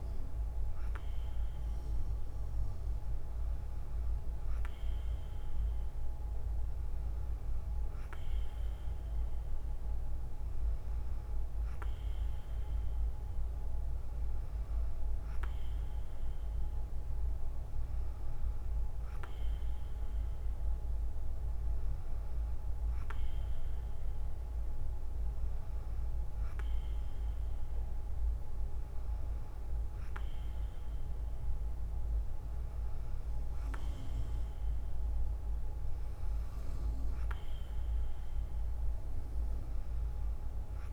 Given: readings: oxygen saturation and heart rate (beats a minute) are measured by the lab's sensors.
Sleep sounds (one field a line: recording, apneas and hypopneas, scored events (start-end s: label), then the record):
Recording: breathing in sleep, hard to hear, by a room microphone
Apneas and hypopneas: none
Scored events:
none scored
From the record:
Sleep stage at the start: N3 (deep sleep)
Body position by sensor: on the right side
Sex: female